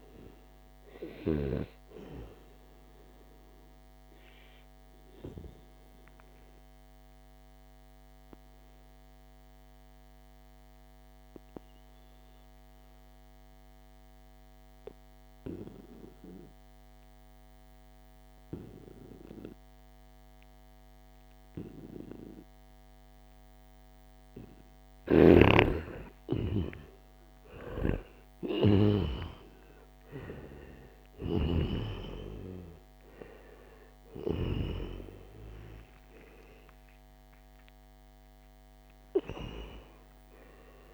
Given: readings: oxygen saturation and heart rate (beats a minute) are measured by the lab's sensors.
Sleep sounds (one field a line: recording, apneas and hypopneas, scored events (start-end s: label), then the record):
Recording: breathing in sleep by a microphone on the trachea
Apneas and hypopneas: 1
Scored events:
0.00-10.00 s: oxygen desaturation (device-marked, oxygen 95% before, 91% lowest, heart rate 76 before, 71 extreme)
3.00-24.00 s: obstructive apnea (oxygen 95% before, 87% lowest, heart rate 76 before, 71 extreme, up 3 after)
27.00-40.94 s: oxygen desaturation (device-marked, oxygen 94% before, 87% lowest, heart rate 73 before, 74 extreme)
28.50-35.00 s: arousal
From the record:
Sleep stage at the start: N2 (light sleep)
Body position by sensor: on the right side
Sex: male